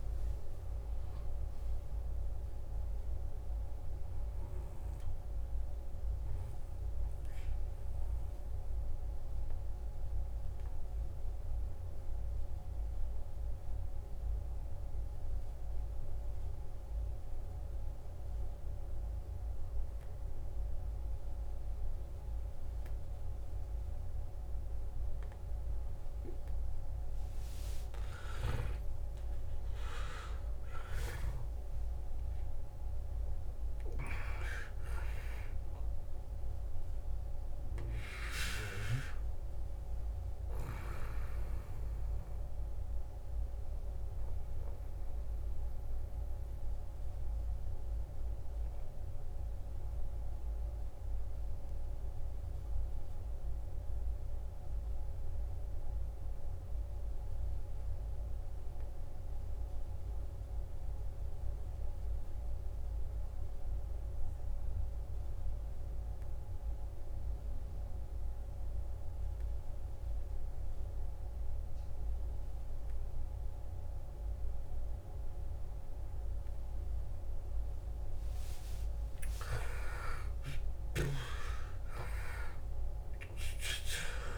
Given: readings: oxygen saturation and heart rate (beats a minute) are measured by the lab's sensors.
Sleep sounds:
breathing in sleep by a room microphone; 2
5.50-13.50 s: oxygen desaturation (device-marked, oxygen 90% before, 87% lowest, heart rate 69 before, 53 extreme)
9.50-28.00 s: obstructive apnea (oxygen 94% before, 87% lowest, heart rate 70 before, 52 extreme, up 14 after)
28.50-52.50 s: oxygen desaturation (device-marked, oxygen 99% before, 90% lowest, heart rate 56 before, 52 extreme)
29.00-33.00 s: arousal
42.50-78.00 s: obstructive apnea (oxygen 99% before, 87% lowest, heart rate 62 before, 52 extreme, up 12 after)
69.50-84.38 s: oxygen desaturation (device-marked, oxygen 97% before, 87% lowest, heart rate 54 before, 53 extreme)
78.50-83.50 s: arousal
From the record:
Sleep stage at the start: N2 (light sleep); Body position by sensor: on the back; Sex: male

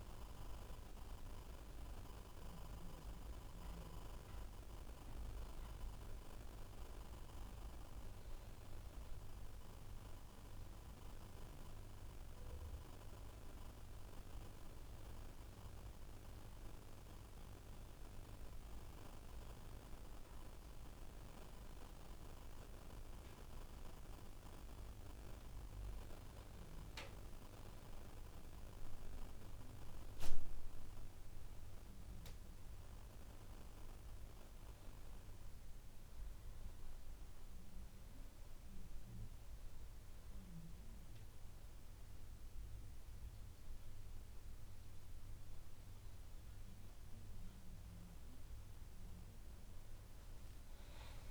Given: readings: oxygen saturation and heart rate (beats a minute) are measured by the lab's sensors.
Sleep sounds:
breathing in sleep by a room microphone; none
none scored
From the record:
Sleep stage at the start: N2 (light sleep); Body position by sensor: on the back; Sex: male

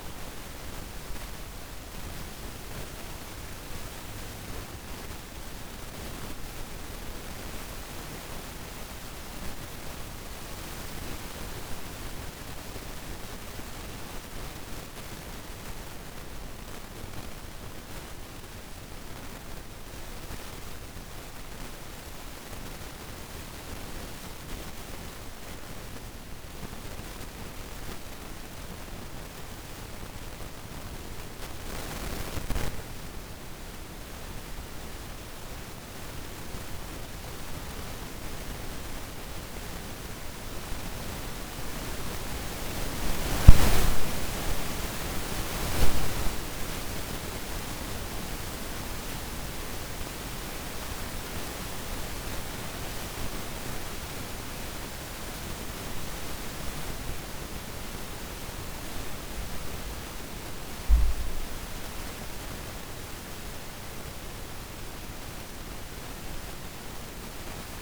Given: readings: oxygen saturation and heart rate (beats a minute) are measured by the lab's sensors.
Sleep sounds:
breathing in sleep by a room microphone; none
51.00-67.82 s: new sleep stage, awake
From the record:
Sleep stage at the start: N1 (lightest sleep); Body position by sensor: on the back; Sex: female

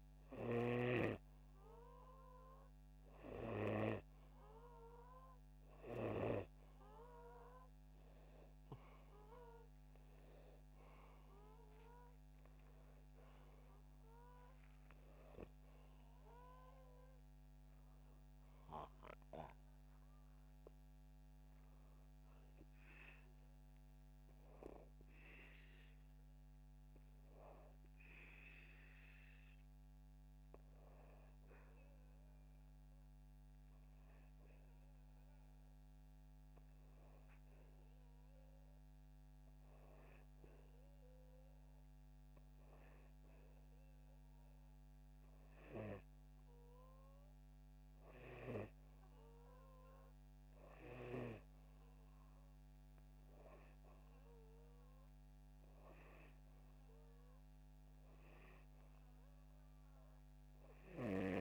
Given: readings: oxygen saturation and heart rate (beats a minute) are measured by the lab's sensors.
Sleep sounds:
breathing in sleep by a microphone on the trachea; 1
16.50-21.50 s: arousal
31.50-45.00 s: hypopnea (oxygen 96% before, 92% lowest, heart rate 80 before, 75 extreme, up 0 after)
47.50-52.00 s: arousal
From the record:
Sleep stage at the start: N2 (light sleep); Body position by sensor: upright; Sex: male

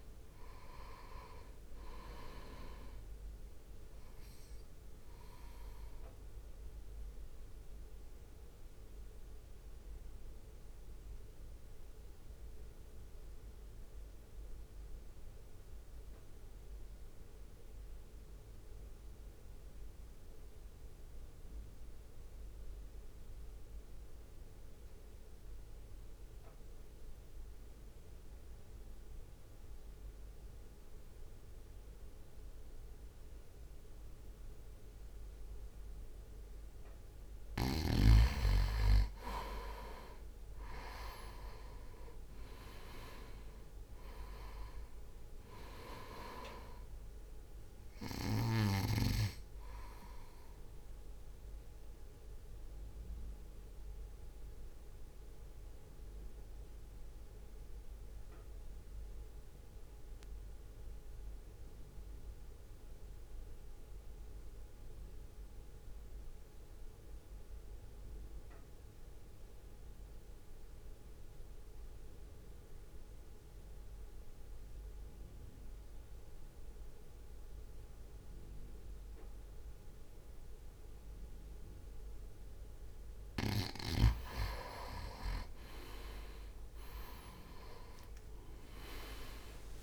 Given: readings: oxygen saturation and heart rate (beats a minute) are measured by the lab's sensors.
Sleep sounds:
breathing in sleep by a room microphone; 2
0.00-8.00 s: drop in pulse transit time (device-marked, heart rate 54 extreme)
0.00-25.00 s: oxygen desaturation (device-marked, oxygen 87% lowest, heart rate 50 extreme)
6.50-36.50 s: mixed apnea (oxygen 98% before, 87% lowest, heart rate 58 before, 50 extreme, up 4 after)
37.00-40.00 s: arousal
40.00-53.00 s: oxygen desaturation (device-marked, oxygen 98% before, 92% lowest, heart rate 59 before, 50 extreme)
40.00-55.00 s: drop in pulse transit time (device-marked, heart rate 59 before, 50 extreme)
50.50-82.50 s: mixed apnea (oxygen 98% before, 88% lowest, heart rate 57 before, 53 extreme, up 5 after)
61.00-74.00 s: oxygen desaturation (device-marked, oxygen 93% before, 90% lowest, heart rate 54 before, 56 extreme)
83.00-89.83 s: oxygen desaturation (device-marked, oxygen 98% before, 89% lowest, heart rate 58 before, 57 extreme)
86.50-89.83 s: arousal
From the record:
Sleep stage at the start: N2 (light sleep); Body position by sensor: on the right side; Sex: male

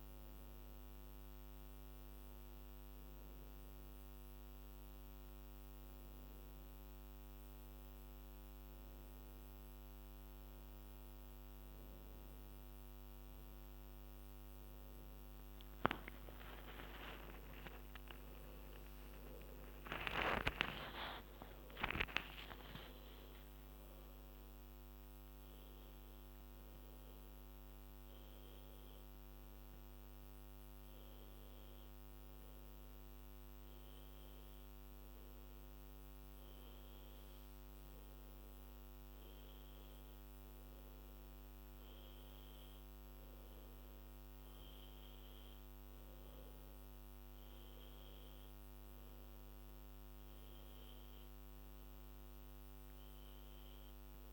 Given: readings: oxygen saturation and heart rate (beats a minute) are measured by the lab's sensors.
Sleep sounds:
breathing in sleep by a microphone on the trachea; none
18.00-23.00 s: arousal
20.50-22.50 s: long interval between heartbeats (device-marked, heart rate 87 before, 111 extreme)
22.50-24.50 s: long interval between heartbeats (device-marked, heart rate 90 before, 132 extreme)
From the record:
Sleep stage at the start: N1 (lightest sleep); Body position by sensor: on the back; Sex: female

